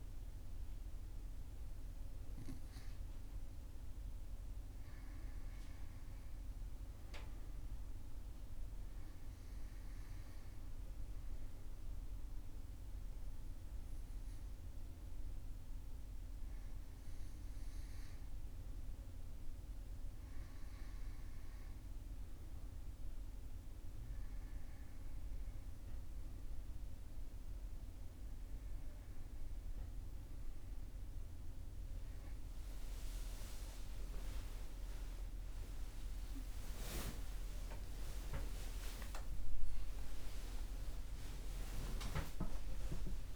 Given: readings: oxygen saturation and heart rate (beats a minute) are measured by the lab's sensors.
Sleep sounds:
a person awake in a sleep study, by a room microphone; 1
8.50-21.50 s: hypopnea (oxygen 97% before, 94% lowest, heart rate 42 before, 42 extreme, up 2 after)
17.00-43.36 s: new sleep stage, awake
From the record:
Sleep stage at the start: N2 (light sleep); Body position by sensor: on the right side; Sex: male

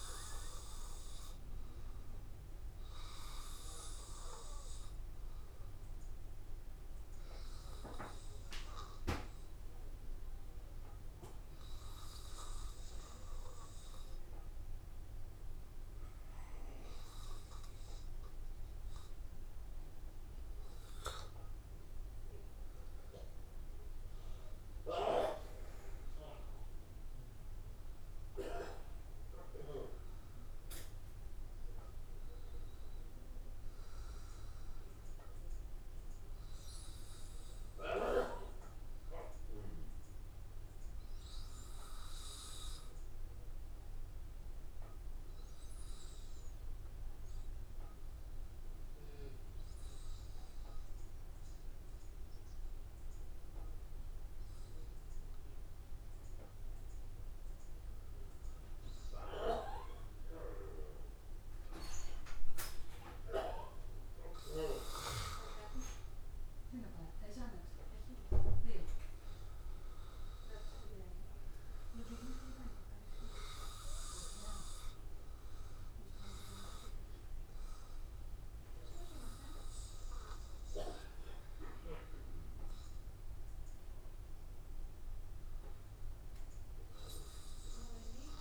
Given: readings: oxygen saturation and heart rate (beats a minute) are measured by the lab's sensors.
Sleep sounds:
breathing in sleep by a room microphone; 2
4.00-20.50 s: obstructive apnea (oxygen 95% before, 92% lowest, heart rate 78 before, 79 extreme, up 0 after)
22.50-26.00 s: arousal
38.50-62.00 s: obstructive apnea (oxygen 95% before, 92% lowest, heart rate 79 before, 78 extreme, up 0 after)
62.50-66.00 s: arousal
64.50-86.50 s: oxygen desaturation (device-marked, oxygen 97% before, 92% lowest, heart rate 79 before, 78 extreme)
From the record:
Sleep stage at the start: N2 (light sleep); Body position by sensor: on the back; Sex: male

